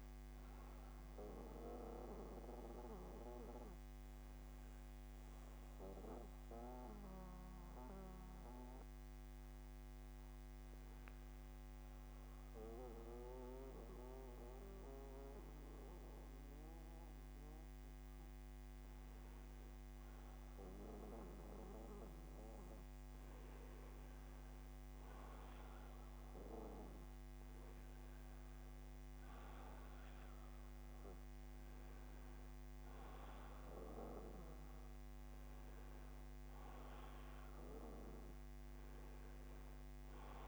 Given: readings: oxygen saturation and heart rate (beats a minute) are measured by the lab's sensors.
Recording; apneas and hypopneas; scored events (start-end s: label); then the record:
breathing in sleep by a microphone on the trachea; 1
2.50-19.00 s: hypopnea (oxygen 93% before, 92% lowest, heart rate 75 before, 54 extreme, up 21 after)
5.00-7.00 s: bradycardia (device-marked, heart rate 71 before, 64 extreme)
14.00-17.00 s: bradycardia (device-marked, heart rate 71 before, 63 extreme)
22.00-25.50 s: arousal
27.00-40.48 s: oxygen desaturation (device-marked, oxygen 96% before, 92% lowest, heart rate 63 before, 55 extreme)
30.00-40.48 s: new sleep stage, N2 (light sleep)
34.00-36.00 s: bradycardia (device-marked, heart rate 71 before, 64 extreme)
From the record:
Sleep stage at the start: N1 (lightest sleep); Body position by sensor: on the back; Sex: male